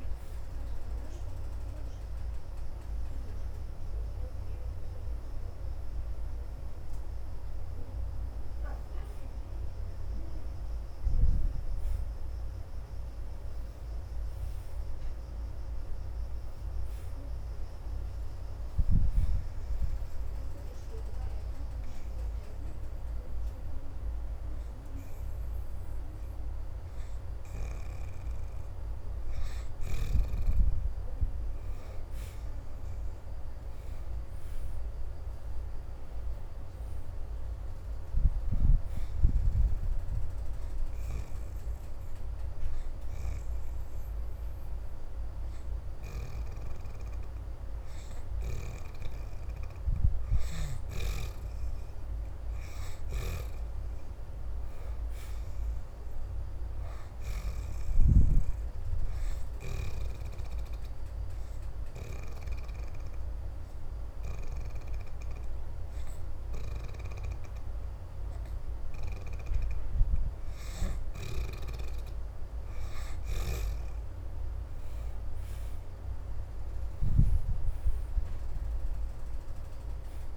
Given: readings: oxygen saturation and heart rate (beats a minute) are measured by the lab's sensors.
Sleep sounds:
breathing in sleep by a room microphone; 3
0.00-22.00 s: oxygen desaturation (device-marked, oxygen 63% lowest, heart rate 74 extreme)
19.50-30.50 s: hypopnea (oxygen 80% before, 64% lowest, heart rate 80 before, 74 extreme, up 6 after)
24.00-36.00 s: oxygen desaturation (device-marked, oxygen 83% before, 75% lowest, heart rate 80 before, 74 extreme)
32.00-36.00 s: arousal
40.50-51.50 s: hypopnea (oxygen 83% before, 62% lowest, heart rate 79 before, 76 extreme, up 5 after)
41.00-55.00 s: oxygen desaturation (device-marked, oxygen 82% before, 67% lowest, heart rate 79 before, 76 extreme)
53.50-57.50 s: arousal
60.00-74.00 s: oxygen desaturation (device-marked, oxygen 81% before, 69% lowest, heart rate 80 before, 76 extreme)
61.00-72.00 s: obstructive apnea (oxygen 82% before, 62% lowest, heart rate 80 before, 76 extreme, up 6 after)
75.50-80.00 s: arousal
79.00-80.37 s: oxygen desaturation (device-marked, oxygen 79% before, 62% lowest, heart rate 80 before, 77 extreme)
From the record:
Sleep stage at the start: N2 (light sleep); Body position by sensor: upright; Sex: female

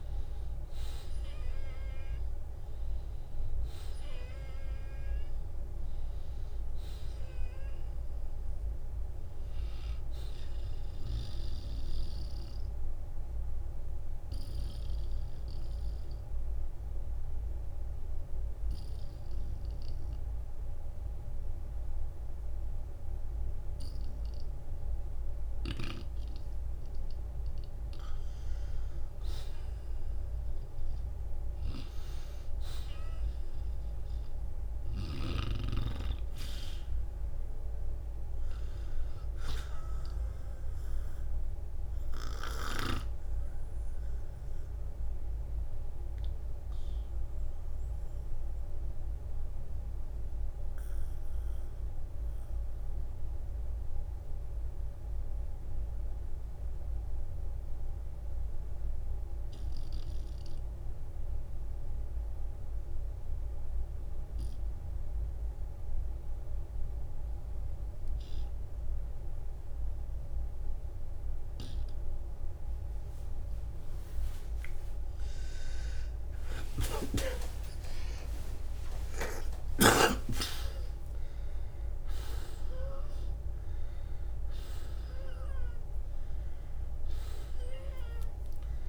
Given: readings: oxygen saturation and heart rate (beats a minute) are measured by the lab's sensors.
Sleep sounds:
breathing in sleep by a room microphone; 2
1.00-3.00 s: long interval between heartbeats (device-marked, heart rate 50 before, 55 extreme)
11.50-27.00 s: obstructive apnea (oxygen 95% before, 85% lowest, heart rate 59 before, 45 extreme, up 20 after)
18.00-33.00 s: oxygen desaturation (device-marked, oxygen 94% before, 85% lowest, heart rate 64 before, 48 extreme)
31.00-35.50 s: arousal
33.00-35.00 s: long interval between heartbeats (device-marked, heart rate 58 before, 52 extreme)
36.00-38.00 s: long interval between heartbeats (device-marked, heart rate 55 before, 55 extreme)
38.00-40.00 s: long interval between heartbeats (device-marked, heart rate 55 before, 58 extreme)
43.50-73.00 s: obstructive apnea (oxygen 95% before, 80% lowest, heart rate 57 before, 48 extreme, up 38 after)
48.00-66.00 s: oxygen desaturation (device-marked, oxygen 95% before, 89% lowest, heart rate 56 before, 48 extreme)
51.00-53.00 s: long interval between heartbeats (device-marked, heart rate 54 before, 49 extreme)
59.50-61.50 s: long interval between heartbeats (device-marked, heart rate 53 before, 60 extreme)
72.00-74.00 s: long interval between heartbeats (device-marked, heart rate 53 before, 57 extreme)
76.00-83.50 s: arousal
76.50-78.50 s: long interval between heartbeats (device-marked, heart rate 54 before, 64 extreme)
From the record:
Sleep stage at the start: N2 (light sleep); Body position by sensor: on the back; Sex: male

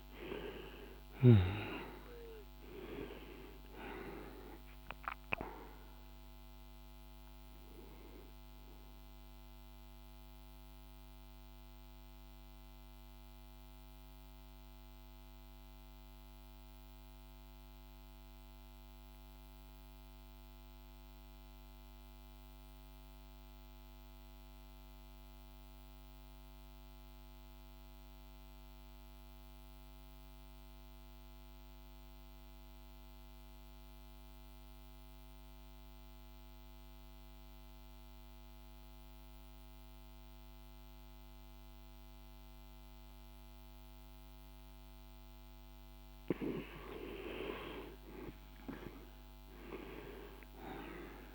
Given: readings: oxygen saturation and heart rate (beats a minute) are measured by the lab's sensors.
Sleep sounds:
breathing in sleep by a microphone on the trachea; 1
0.00-18.00 s: oxygen desaturation (device-marked, oxygen 85% lowest, heart rate 47 extreme)
4.00-46.00 s: mixed apnea (oxygen 98% before, 84% lowest, heart rate 57 before, 48 extreme, up 6 after)
36.00-51.34 s: oxygen desaturation (device-marked, oxygen 99% before, 84% lowest, heart rate 51 before, 46 extreme)
47.50-51.00 s: arousal
From the record:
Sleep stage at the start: N2 (light sleep); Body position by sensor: on the back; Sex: male

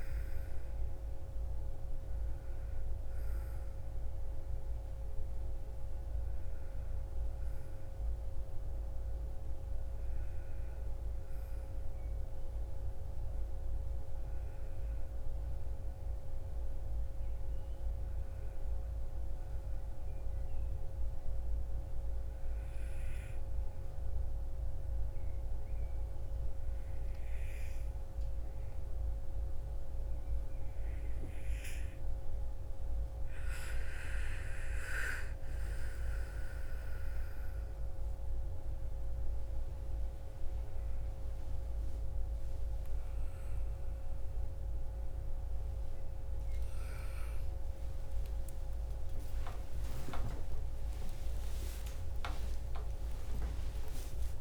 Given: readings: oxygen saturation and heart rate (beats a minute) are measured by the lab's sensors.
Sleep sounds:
breathing in sleep, hard to hear, by a room microphone; 1
0.00-8.00 s: oxygen desaturation (device-marked, oxygen 90% lowest, heart rate 57 extreme)
22.50-32.50 s: obstructive apnea (oxygen 98% before, 92% lowest, heart rate 63 before, 57 extreme, up 15 after)
30.00-54.41 s: oxygen desaturation (device-marked, oxygen 98% before, 92% lowest, heart rate 61 before, 60 extreme)
41.00-54.41 s: new sleep stage, awake
From the record:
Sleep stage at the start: REM sleep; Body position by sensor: on the right side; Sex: female

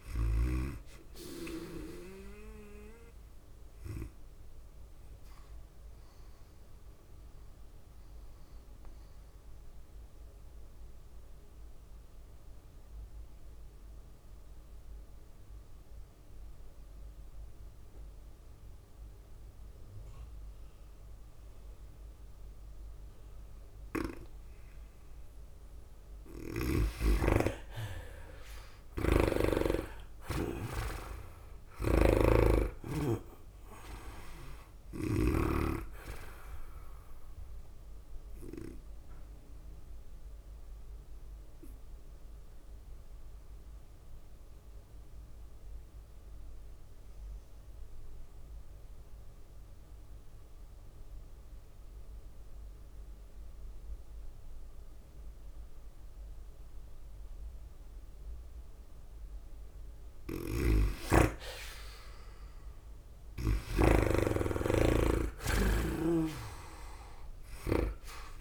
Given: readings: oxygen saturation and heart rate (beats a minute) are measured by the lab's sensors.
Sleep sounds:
breathing in sleep by a room microphone; 2
0.00-9.50 s: tachycardia (device-marked, heart rate 105 extreme)
0.00-12.50 s: drop in pulse transit time (device-marked, heart rate 99 extreme)
0.00-12.50 s: oxygen desaturation (device-marked, oxygen 82% lowest, heart rate 96 extreme)
4.50-25.50 s: obstructive apnea (oxygen 98% before, 82% lowest, heart rate 99 before, 96 extreme, up 5 after)
27.50-48.50 s: oxygen desaturation (device-marked, oxygen 98% before, 83% lowest, heart rate 98 before, 93 extreme)
28.00-32.00 s: arousal
29.00-36.00 s: snoring (device-marked)
29.50-43.50 s: tachycardia (device-marked, heart rate 100 before, 105 extreme)
33.50-50.50 s: drop in pulse transit time (device-marked, heart rate 98 before, 98 extreme)
41.50-59.50 s: obstructive apnea (oxygen 98% before, 79% lowest, heart rate 100 before, 93 extreme, up 6 after)
56.50-68.41 s: oxygen desaturation (device-marked, oxygen 98% before, 82% lowest, heart rate 100 before, 94 extreme)
60.50-64.00 s: snoring (device-marked)
61.00-64.50 s: arousal
66.00-68.41 s: snoring (device-marked)
66.50-68.41 s: tachycardia (device-marked, heart rate 100 before, 105 extreme)
From the record:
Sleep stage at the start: N2 (light sleep); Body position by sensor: on the right side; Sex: female

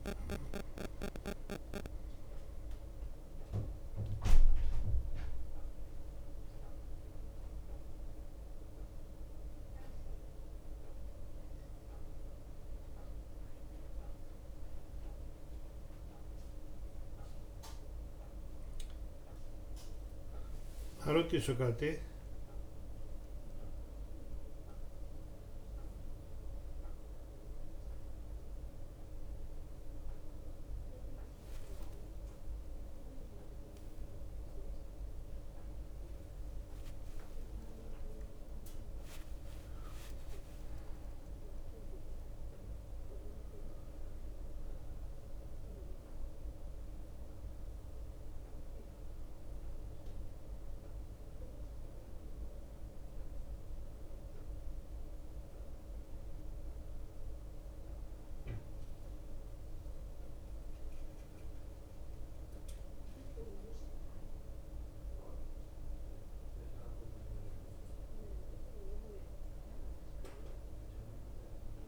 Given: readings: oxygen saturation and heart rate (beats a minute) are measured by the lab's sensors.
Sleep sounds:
breathing in sleep by a room microphone; none
12.50-23.50 s: bradycardia (device-marked, heart rate 43 before, 35 extreme)
13.50-15.50 s: long interval between heartbeats (device-marked, heart rate 60 before, 62 extreme)
17.50-19.50 s: long interval between heartbeats (device-marked, heart rate 59 before, 53 extreme)
20.50-31.50 s: drop in pulse transit time (device-marked, heart rate 59 before, 35 extreme)
26.50-71.88 s: new sleep stage, N1 (lightest sleep)
32.50-40.00 s: arousal
32.50-71.88 s: bradycardia (device-marked)
33.00-35.00 s: long interval between heartbeats (device-marked, heart rate 57 before, 65 extreme)
36.50-38.50 s: long interval between heartbeats (device-marked, heart rate 57 before, 45 extreme)
40.00-42.00 s: long interval between heartbeats (device-marked, heart rate 55 before, 42 extreme)
43.00-45.00 s: long interval between heartbeats (device-marked, heart rate 55 before, 38 extreme)
43.50-45.50 s: drop in pulse transit time (device-marked, heart rate 55 before, 38 extreme)
60.50-71.50 s: drop in pulse transit time (device-marked)
61.00-63.00 s: long interval between heartbeats (device-marked)
From the record:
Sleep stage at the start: N2 (light sleep); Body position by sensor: on the right side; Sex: male

